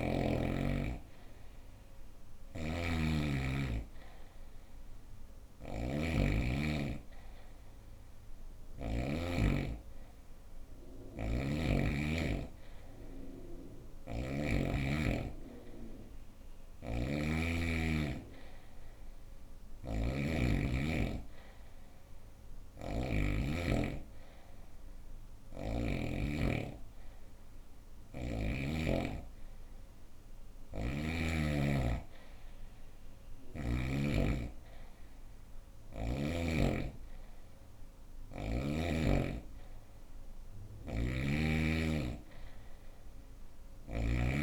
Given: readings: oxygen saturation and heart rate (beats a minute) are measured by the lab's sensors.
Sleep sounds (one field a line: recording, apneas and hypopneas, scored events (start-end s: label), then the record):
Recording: breathing in sleep by a room microphone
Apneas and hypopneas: none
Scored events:
0.00-8.50 s: snoring (device-marked)
13.00-22.50 s: snoring (device-marked)
24.50-28.00 s: snoring (device-marked)
40.00-44.43 s: snoring (device-marked)
From the record:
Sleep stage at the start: N2 (light sleep)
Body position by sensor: on the right side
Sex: female